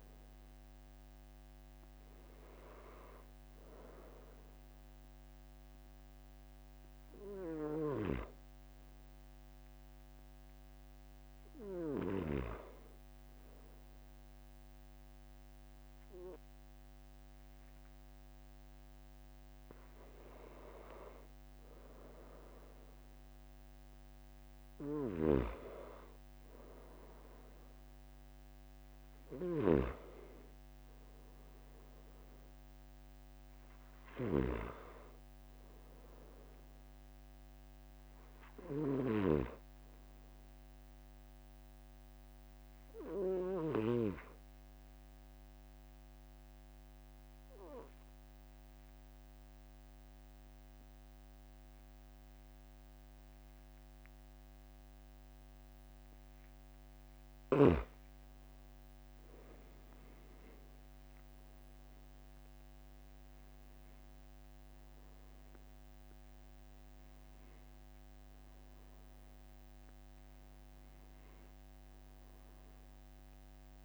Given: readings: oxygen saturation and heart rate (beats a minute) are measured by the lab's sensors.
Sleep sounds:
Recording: breathing in sleep by a microphone on the trachea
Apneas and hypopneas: 2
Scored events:
5.00-19.50 s: hypopnea (oxygen 95% before, 92% lowest, heart rate 47 before, 45 extreme, up 2 after)
25.00-29.00 s: arousal
25.00-39.50 s: snoring (device-marked)
41.50-57.00 s: obstructive apnea (oxygen 95% before, 90% lowest, heart rate 46 before, 44 extreme, up 5 after)
59.50-64.00 s: arousal
66.00-73.85 s: oxygen desaturation (device-marked, oxygen 95% before, 90% lowest, heart rate 46 before, 44 extreme)
From the record:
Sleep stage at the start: N2 (light sleep)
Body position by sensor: on the back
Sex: male

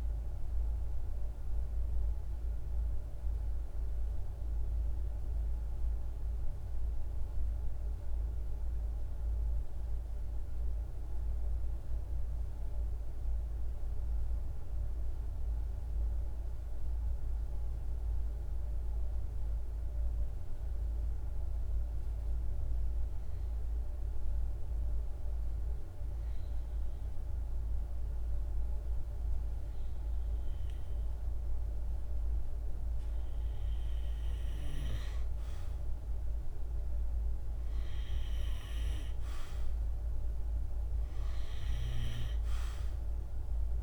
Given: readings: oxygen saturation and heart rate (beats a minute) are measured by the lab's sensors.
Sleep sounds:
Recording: breathing in sleep, hard to hear, by a room microphone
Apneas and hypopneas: 1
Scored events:
0.00-7.00 s: oxygen desaturation (device-marked, oxygen 92% lowest, heart rate 51 extreme)
3.50-24.00 s: mixed apnea (oxygen 97% before, 91% lowest, heart rate 55 before, 51 extreme, up 0 after)
25.50-29.00 s: arousal
26.00-43.83 s: oxygen desaturation (device-marked, oxygen 99% before, 91% lowest, heart rate 52 before, 50 extreme)
From the record:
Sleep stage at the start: N2 (light sleep)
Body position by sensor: on the right side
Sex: male

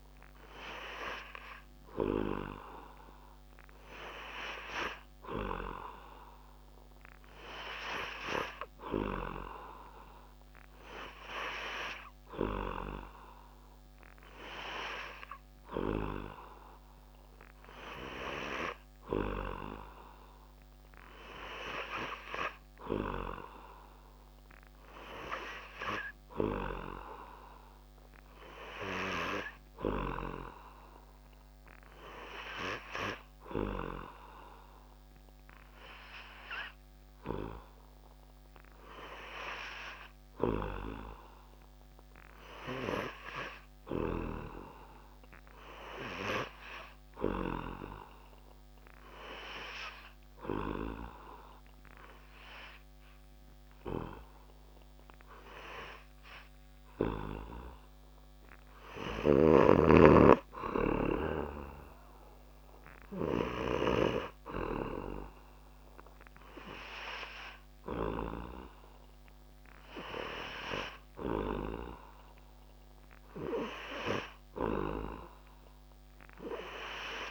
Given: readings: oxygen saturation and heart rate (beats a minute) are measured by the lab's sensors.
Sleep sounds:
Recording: breathing in sleep by a microphone on the trachea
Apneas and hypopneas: 1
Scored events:
0.00-4.00 s: oxygen desaturation (device-marked, oxygen 95% lowest)
47.50-58.50 s: hypopnea (oxygen 97% before, 96% lowest)
61.50-64.00 s: arousal
From the record:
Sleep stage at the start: N3 (deep sleep)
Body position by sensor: on the back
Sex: male

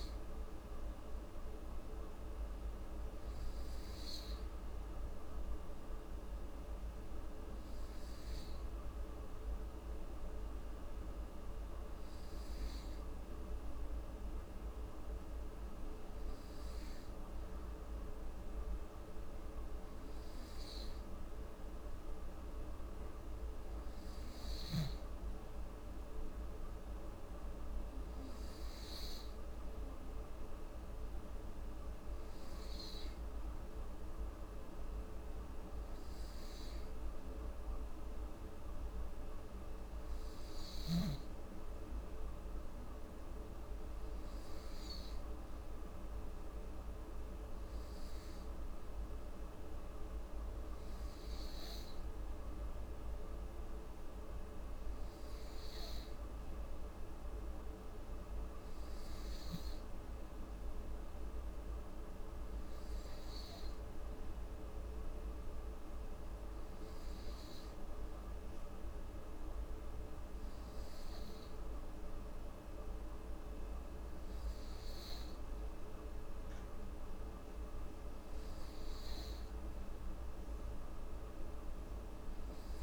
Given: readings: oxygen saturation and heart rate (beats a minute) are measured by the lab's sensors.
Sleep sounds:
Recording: breathing in sleep, hard to hear, by a room microphone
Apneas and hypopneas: none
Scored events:
none scored
From the record:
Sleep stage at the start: N2 (light sleep)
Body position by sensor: on the back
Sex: female

